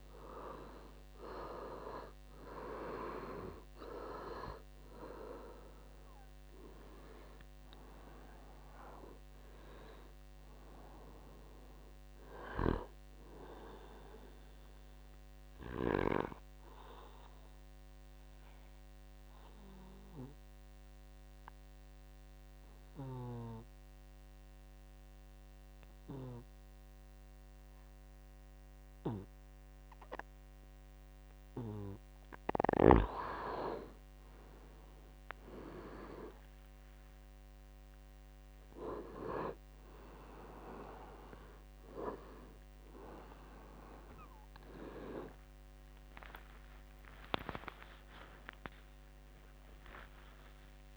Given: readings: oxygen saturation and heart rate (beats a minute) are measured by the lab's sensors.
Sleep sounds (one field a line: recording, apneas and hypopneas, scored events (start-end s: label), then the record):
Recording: breathing in sleep by a microphone on the trachea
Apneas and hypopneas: 1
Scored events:
0.00-3.00 s: arousal
1.50-31.50 s: oxygen desaturation (device-marked, oxygen 99% before, 86% lowest, heart rate 68 before, 59 extreme)
15.50-31.50 s: obstructive apnea (oxygen 99% before, 84% lowest, heart rate 76 before, 61 extreme, up 24 after)
41.50-50.97 s: new sleep stage, awake
42.50-50.97 s: tachycardia (device-marked, heart rate 68 before, 153 extreme)
From the record:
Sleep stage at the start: N2 (light sleep)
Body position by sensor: on the back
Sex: male